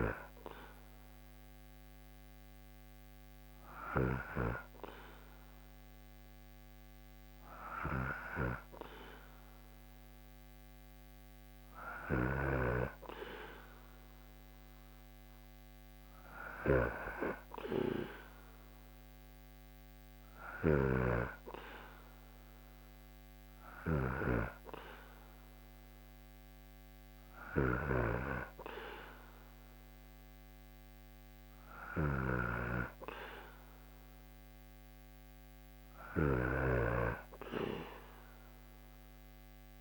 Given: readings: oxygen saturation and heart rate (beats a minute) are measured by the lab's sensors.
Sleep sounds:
breathing in sleep by a microphone on the trachea; none
20.00-36.00 s: snoring (device-marked)
From the record:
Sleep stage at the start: REM sleep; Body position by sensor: on the back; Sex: male

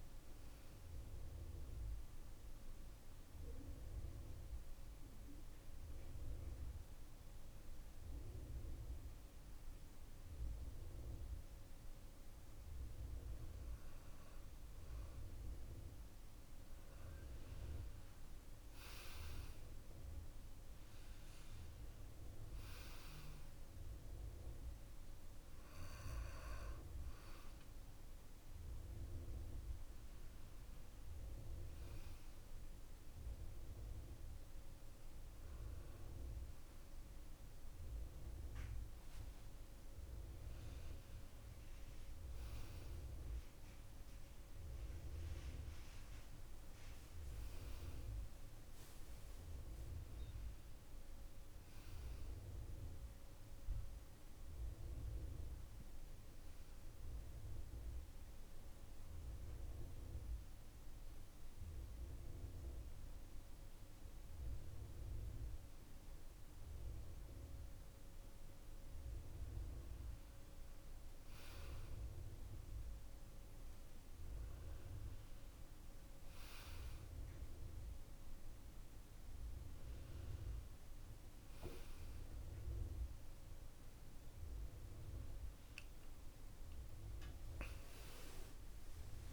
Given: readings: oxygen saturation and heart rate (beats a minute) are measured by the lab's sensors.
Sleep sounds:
breathing in sleep by a room microphone; 2
0.50-14.00 s: obstructive apnea (oxygen 96% before, 92% lowest, heart rate 74 before, 55 extreme, up 30 after)
17.50-20.50 s: arousal
18.00-37.00 s: oxygen desaturation (device-marked, oxygen 96% before, 92% lowest, heart rate 78 before, 54 extreme)
49.50-53.00 s: arousal
55.00-67.00 s: obstructive apnea (oxygen 96% before, 93% lowest, heart rate 66 before, 57 extreme, up 4 after)
67.50-70.50 s: arousal
73.00-89.00 s: oxygen desaturation (device-marked, oxygen 96% before, 93% lowest, heart rate 66 before, 58 extreme)
From the record:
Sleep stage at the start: N2 (light sleep); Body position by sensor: on the back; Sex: male

